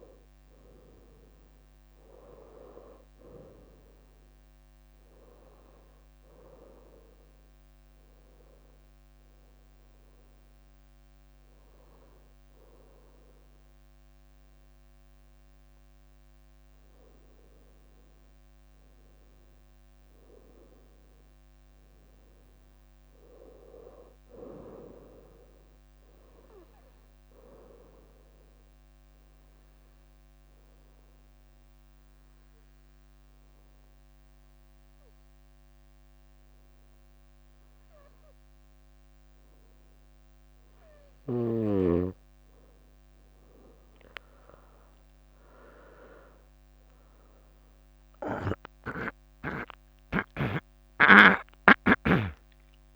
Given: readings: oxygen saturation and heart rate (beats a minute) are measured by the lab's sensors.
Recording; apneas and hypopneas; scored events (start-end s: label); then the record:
breathing in sleep by a microphone on the trachea; 2
1.00-11.50 s: leg movement (device-marked)
4.00-15.50 s: hypopnea (oxygen 96% before, 92% lowest, heart rate 65 before, 57 extreme, up 10 after)
10.50-14.50 s: bradycardia (device-marked, heart rate 67 before, 59 extreme)
15.50-24.00 s: leg movement (device-marked)
17.50-21.00 s: arousal
26.50-32.50 s: bradycardia (device-marked, heart rate 67 before, 57 extreme)
27.00-36.00 s: leg movement (device-marked)
28.00-40.00 s: obstructive apnea (oxygen 97% before, 92% lowest, heart rate 62 before, 58 extreme, up 14 after)
43.50-48.00 s: arousal
49.50-52.96 s: oxygen desaturation (device-marked, oxygen 97% before, 92% lowest, heart rate 63 before, 61 extreme)
51.50-52.96 s: new sleep stage, N1 (lightest sleep)
From the record:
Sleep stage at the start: N2 (light sleep); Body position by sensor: on the right side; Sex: female